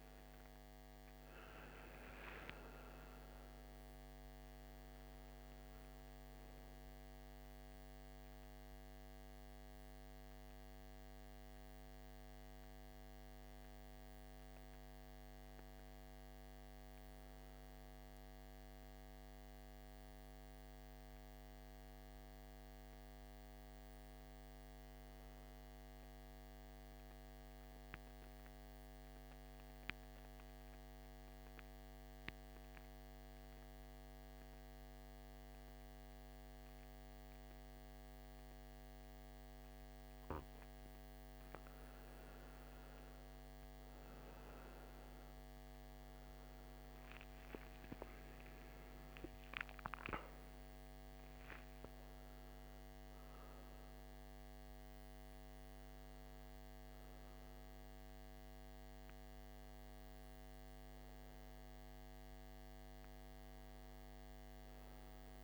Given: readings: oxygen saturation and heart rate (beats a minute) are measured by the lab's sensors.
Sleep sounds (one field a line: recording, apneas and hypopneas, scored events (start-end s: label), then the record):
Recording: breathing in sleep, hard to hear, by a microphone on the trachea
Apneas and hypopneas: 1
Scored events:
0.00-2.50 s: arousal
0.00-19.00 s: oxygen desaturation (device-marked, oxygen 90% lowest, heart rate 55 extreme)
25.50-40.50 s: central apnea (oxygen 98% before, 92% lowest, heart rate 61 before, 55 extreme, up 12 after)
44.00-61.00 s: oxygen desaturation (device-marked, oxygen 97% before, 92% lowest, heart rate 58 before, 55 extreme)
46.00-50.00 s: arousal
From the record:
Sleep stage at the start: N2 (light sleep)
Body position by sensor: on the right side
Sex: male